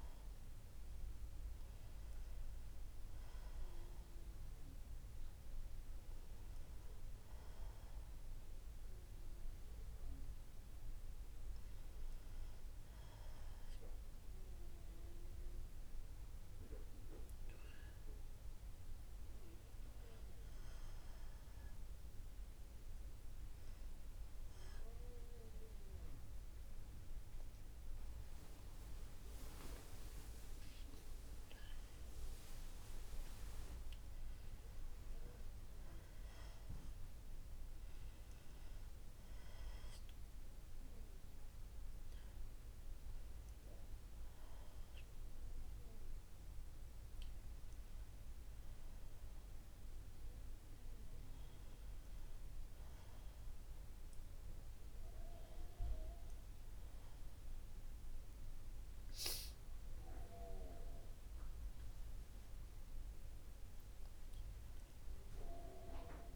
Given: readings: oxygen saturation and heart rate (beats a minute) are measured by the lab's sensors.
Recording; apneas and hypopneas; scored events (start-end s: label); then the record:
breathing in sleep, hard to hear, by a room microphone; none
6.50-15.50 s: oxygen desaturation (device-marked, oxygen 94% before, 91% lowest, heart rate 61 before, 60 extreme)
40.50-50.50 s: oxygen desaturation (device-marked, oxygen 94% before, 90% lowest, heart rate 62 before, 63 extreme)
From the record:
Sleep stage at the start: N2 (light sleep); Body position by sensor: on the right side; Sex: female